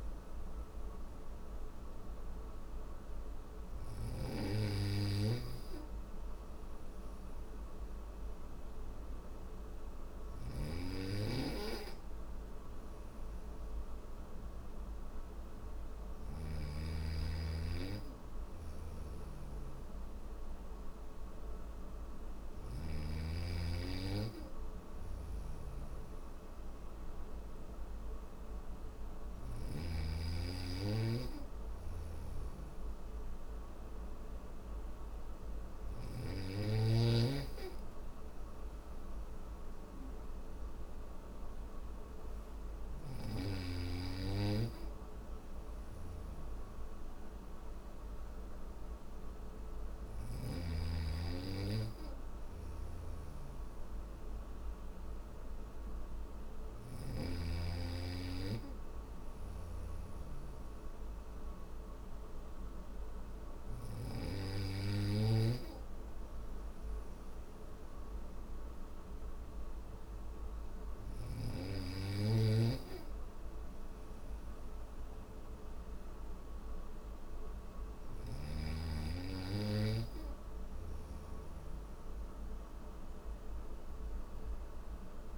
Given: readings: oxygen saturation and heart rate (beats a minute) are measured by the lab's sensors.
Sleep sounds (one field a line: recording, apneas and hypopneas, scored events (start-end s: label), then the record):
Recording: breathing in sleep by a room microphone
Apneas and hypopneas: none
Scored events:
1.00-85.38 s: new sleep stage, N3 (deep sleep)
9.00-15.50 s: snoring (device-marked)
17.50-22.00 s: snoring (device-marked)
24.00-29.00 s: snoring (device-marked)
31.00-35.50 s: snoring (device-marked)
51.50-63.00 s: snoring (device-marked)
From the record:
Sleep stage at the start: N1 (lightest sleep)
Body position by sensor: on the back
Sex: male